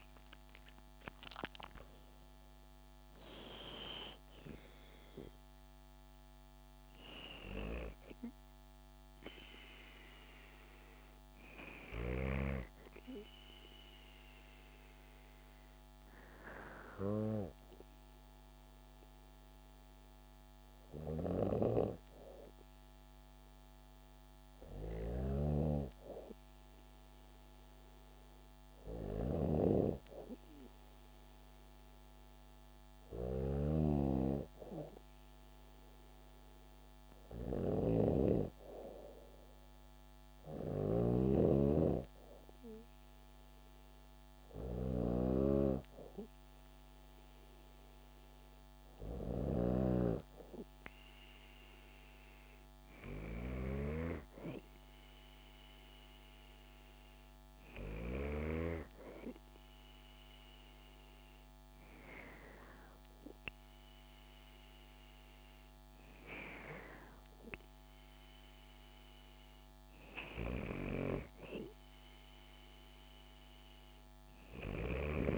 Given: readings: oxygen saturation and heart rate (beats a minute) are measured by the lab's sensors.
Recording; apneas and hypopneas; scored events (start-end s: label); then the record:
breathing in sleep by a microphone on the trachea; 1
12.00-22.00 s: hypopnea (oxygen 95% before, 94% lowest, heart rate 73 before, 66 extreme, up 6 after)
20.50-49.00 s: snoring (device-marked)
24.00-27.50 s: arousal
From the record:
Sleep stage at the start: N2 (light sleep); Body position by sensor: on the back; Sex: female